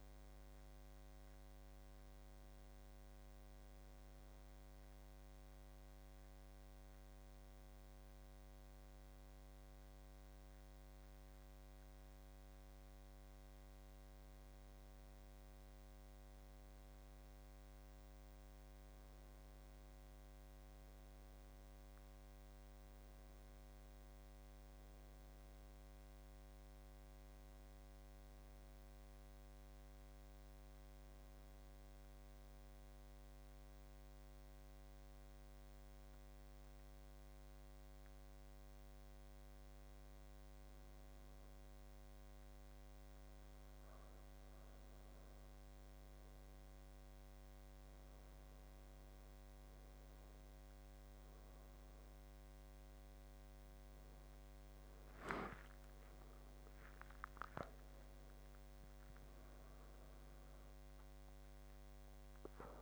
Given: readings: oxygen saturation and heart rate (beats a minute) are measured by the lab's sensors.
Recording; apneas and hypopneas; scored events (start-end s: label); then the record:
breathing in sleep, hard to hear, by a microphone on the trachea; 2
3.50-14.50 s: hypopnea (oxygen 97% before, 91% lowest, heart rate 86 before, 78 extreme, up 8 after)
15.50-28.50 s: oxygen desaturation (device-marked, oxygen 96% before, 93% lowest, heart rate 84 before, 78 extreme)
16.50-20.50 s: arousal
30.00-43.00 s: hypopnea (oxygen 97% before, 91% lowest, heart rate 84 before, 79 extreme, up 11 after)
46.00-50.50 s: arousal
48.50-61.50 s: oxygen desaturation (device-marked, oxygen 94% before, 91% lowest, heart rate 81 before, 83 extreme)
From the record:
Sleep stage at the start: N1 (lightest sleep); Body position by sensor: on the back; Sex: male